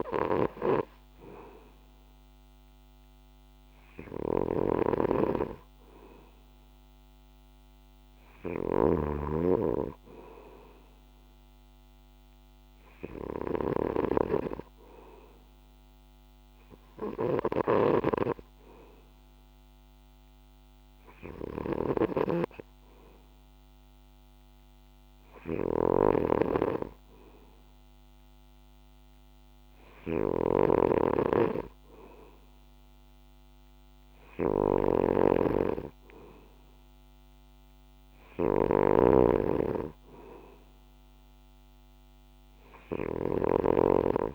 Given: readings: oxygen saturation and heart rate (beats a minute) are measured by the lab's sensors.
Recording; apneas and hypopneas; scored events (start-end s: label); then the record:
breathing in sleep by a microphone on the trachea; none
4.50-44.34 s: snoring (device-marked)
From the record:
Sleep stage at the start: N2 (light sleep); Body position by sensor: on the back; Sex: male